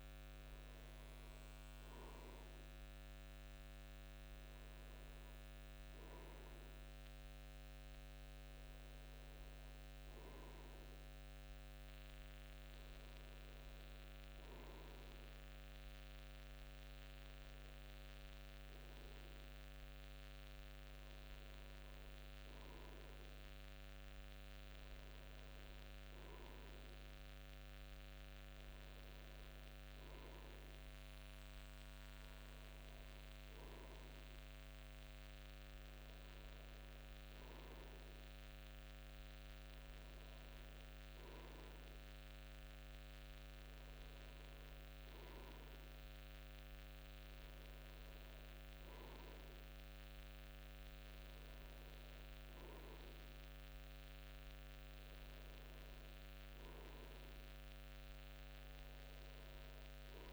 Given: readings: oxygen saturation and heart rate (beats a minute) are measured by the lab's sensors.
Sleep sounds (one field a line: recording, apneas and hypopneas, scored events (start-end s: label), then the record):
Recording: breathing in sleep, hard to hear, by a microphone on the trachea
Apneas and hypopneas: none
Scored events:
18.50-22.50 s: arousal
From the record:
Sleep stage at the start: N2 (light sleep)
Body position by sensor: on the front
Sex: male